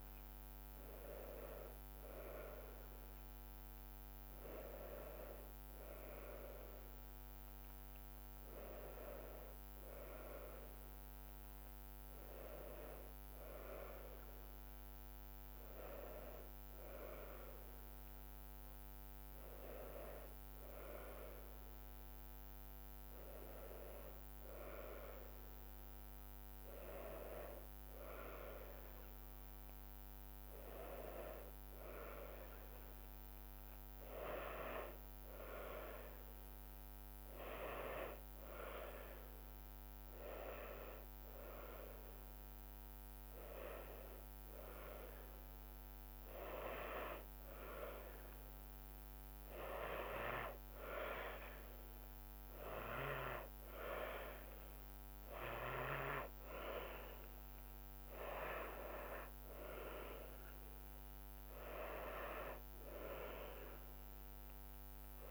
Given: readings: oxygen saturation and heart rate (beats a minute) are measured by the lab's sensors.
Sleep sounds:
breathing in sleep by a microphone on the trachea; none
none scored
From the record:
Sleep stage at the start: N2 (light sleep); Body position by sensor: on the back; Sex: female

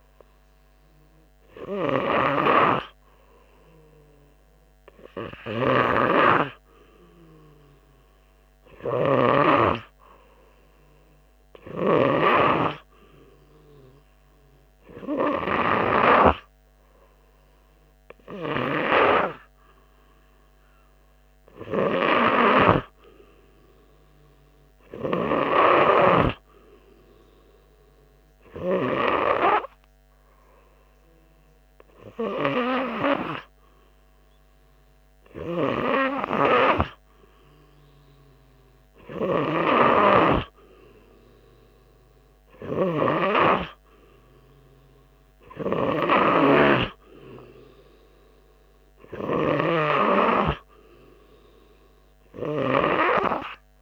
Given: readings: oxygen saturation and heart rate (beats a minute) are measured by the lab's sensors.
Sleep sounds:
breathing in sleep by a microphone on the trachea; none
none scored
From the record:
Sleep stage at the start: N3 (deep sleep); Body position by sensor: on the right side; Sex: male

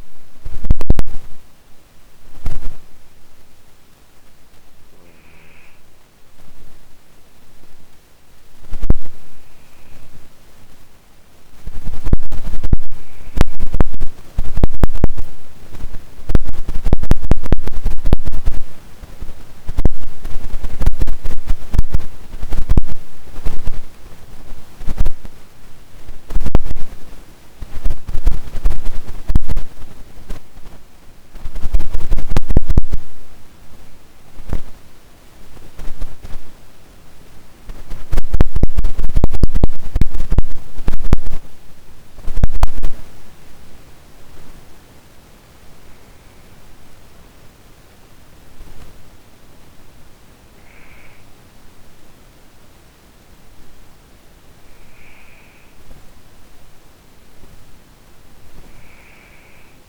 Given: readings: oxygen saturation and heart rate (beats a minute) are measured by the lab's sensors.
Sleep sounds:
a person partly awake in a sleep study, by a microphone on the trachea; 1
6.50-59.88 s: new sleep stage, N1 (lightest sleep)
36.00-52.50 s: obstructive apnea (oxygen 97% before, 95% lowest)
54.00-57.50 s: arousal
From the record:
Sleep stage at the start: awake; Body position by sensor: on the back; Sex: female

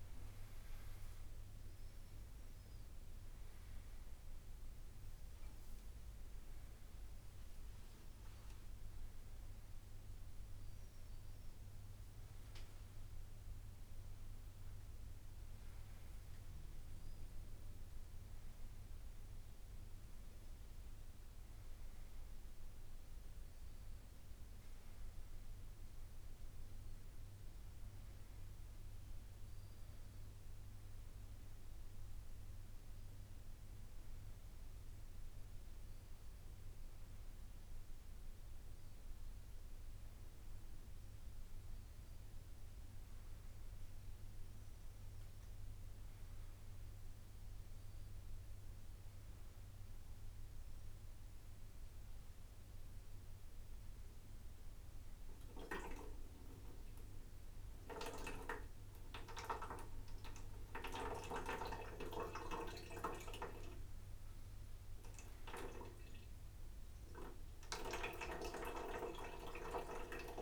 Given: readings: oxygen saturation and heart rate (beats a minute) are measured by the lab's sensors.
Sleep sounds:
a person awake in a sleep study, by a room microphone; none
0.00-1.00 s: drop in pulse transit time (device-marked, heart rate 110 extreme)
0.00-6.00 s: tachycardia (device-marked, heart rate 140 extreme)
0.50-2.50 s: long interval between heartbeats (device-marked, heart rate 113 before, 126 extreme)
31.00-55.00 s: drop in pulse transit time (device-marked, heart rate 88 before, 80 extreme)
41.50-43.50 s: long interval between heartbeats (device-marked, heart rate 87 before, 85 extreme)
48.50-50.50 s: long interval between heartbeats (device-marked, heart rate 87 before, 83 extreme)
From the record:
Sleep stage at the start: awake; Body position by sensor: upright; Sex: male

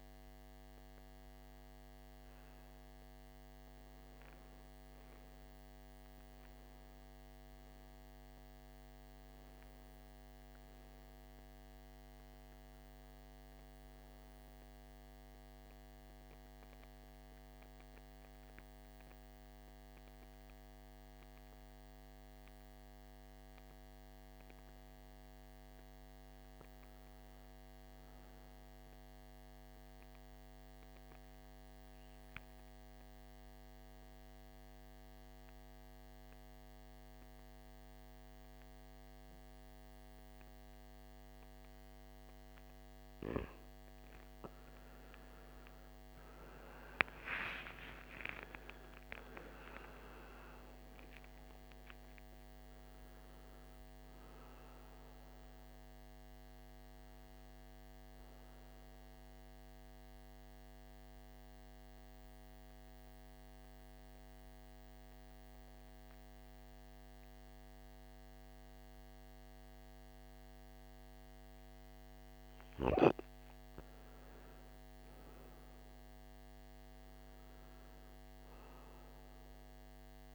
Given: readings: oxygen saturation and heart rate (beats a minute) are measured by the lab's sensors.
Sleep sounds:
breathing in sleep, hard to hear, by a microphone on the trachea; 3
0.00-10.00 s: oxygen desaturation (device-marked, oxygen 88% lowest, heart rate 53 extreme)
14.00-24.00 s: central apnea (oxygen 98% before, 88% lowest, heart rate 64 before, 53 extreme, up 3 after)
25.00-28.50 s: arousal
31.00-42.50 s: central apnea (oxygen 98% before, 88% lowest, heart rate 55 before, 55 extreme, up 14 after)
38.00-62.00 s: oxygen desaturation (device-marked, oxygen 98% before, 88% lowest, heart rate 55 before, 53 extreme)
45.00-51.00 s: arousal
61.00-72.00 s: central apnea (oxygen 97% before, 90% lowest, heart rate 68 before, 53 extreme, up 7 after)
74.50-79.00 s: arousal
From the record:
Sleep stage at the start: N2 (light sleep); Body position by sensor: on the right side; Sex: male

